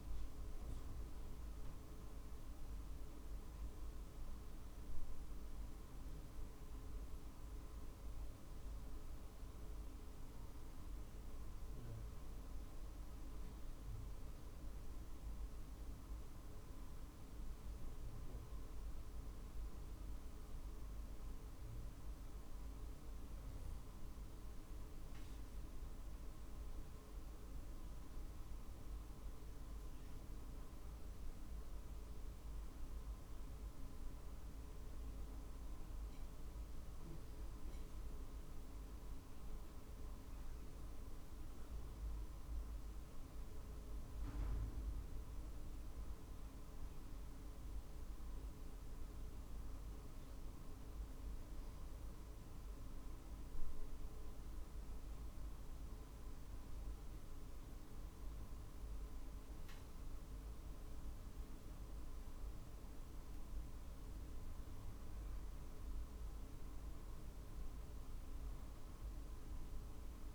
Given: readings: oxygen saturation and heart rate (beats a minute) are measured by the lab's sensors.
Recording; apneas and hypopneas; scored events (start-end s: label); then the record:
breathing in sleep, hard to hear, by a room microphone; none
0.00-7.00 s: drop in pulse transit time (device-marked, heart rate 49 extreme)
51.00-53.00 s: long interval between heartbeats (device-marked, heart rate 49 before, 49 extreme)
61.50-65.00 s: arousal
68.00-70.35 s: drop in pulse transit time (device-marked, heart rate 49 before, 48 extreme)
From the record:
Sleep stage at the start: N2 (light sleep); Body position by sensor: on the right side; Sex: male